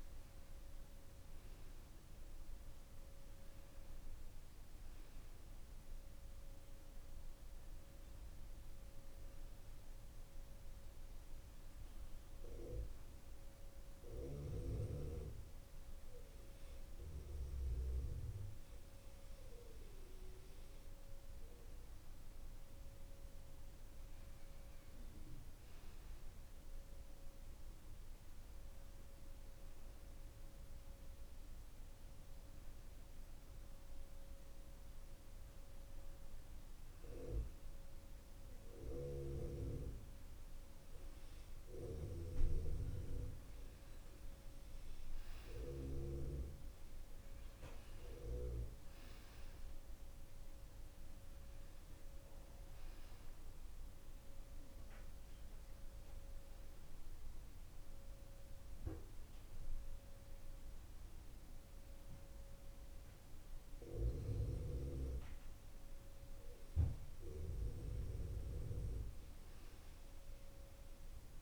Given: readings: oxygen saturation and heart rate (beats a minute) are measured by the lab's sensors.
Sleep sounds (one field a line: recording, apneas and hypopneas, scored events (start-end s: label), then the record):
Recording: breathing in sleep by a room microphone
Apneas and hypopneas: none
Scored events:
none scored
From the record:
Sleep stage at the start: N2 (light sleep)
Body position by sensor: on the back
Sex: male